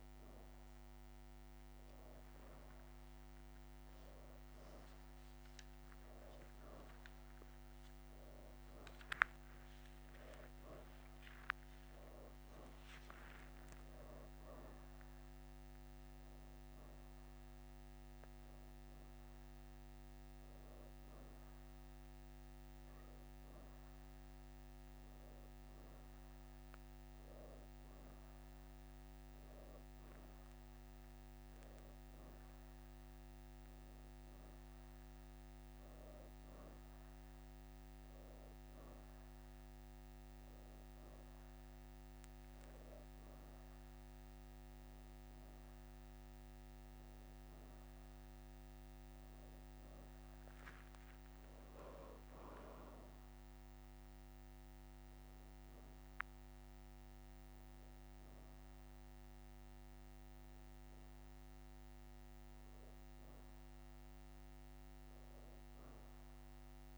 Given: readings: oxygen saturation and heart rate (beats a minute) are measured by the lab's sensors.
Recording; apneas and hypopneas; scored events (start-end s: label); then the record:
breathing in sleep, hard to hear, by a microphone on the trachea; none
0.00-1.00 s: leg movement (device-marked)
7.50-10.50 s: leg movement (device-marked)
16.00-20.00 s: leg movement (device-marked)
42.00-44.50 s: leg movement (device-marked)
48.00-52.50 s: arousal
64.00-66.98 s: leg movement (device-marked)
From the record:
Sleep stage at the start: N2 (light sleep); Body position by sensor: on the back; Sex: female